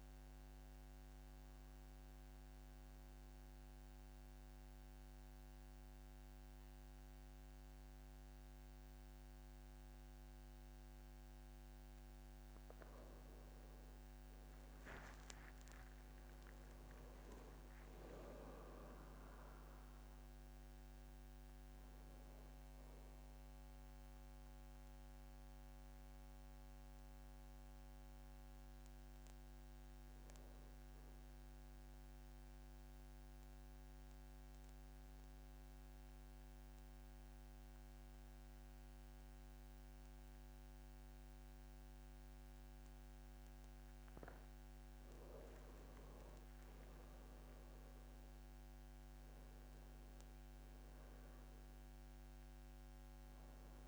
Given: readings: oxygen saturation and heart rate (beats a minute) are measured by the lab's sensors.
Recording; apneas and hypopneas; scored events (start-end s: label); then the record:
breathing in sleep, hard to hear, by a microphone on the trachea; 2
0.00-3.00 s: oxygen desaturation (device-marked, oxygen 92% lowest, heart rate 53 extreme)
1.00-12.50 s: mixed apnea (oxygen 95% before, 91% lowest, heart rate 63 before, 54 extreme, up 16 after)
14.50-20.00 s: arousal
22.00-43.00 s: oxygen desaturation (device-marked, oxygen 96% before, 91% lowest, heart rate 60 before, 54 extreme)
33.50-44.50 s: central apnea (oxygen 96% before, 91% lowest, heart rate 62 before, 54 extreme, up 14 after)
46.00-51.00 s: arousal
From the record:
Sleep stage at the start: N2 (light sleep); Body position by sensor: on the back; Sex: male